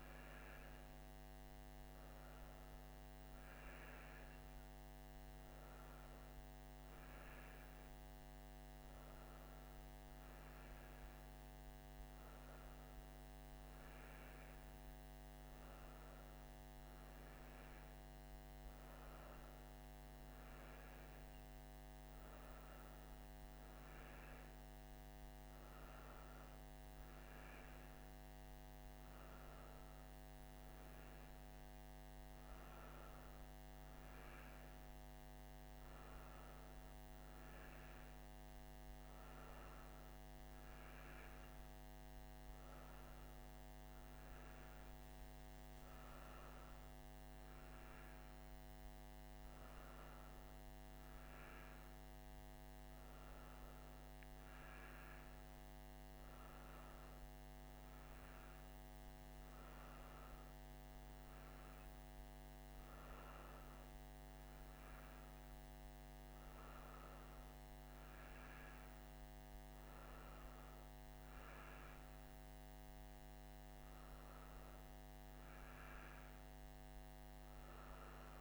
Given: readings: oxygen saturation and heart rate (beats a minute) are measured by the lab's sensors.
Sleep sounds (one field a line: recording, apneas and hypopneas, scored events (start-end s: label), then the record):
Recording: breathing in sleep, hard to hear, by a microphone on the trachea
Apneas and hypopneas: none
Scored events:
none scored
From the record:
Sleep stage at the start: N1 (lightest sleep)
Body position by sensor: on the right side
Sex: female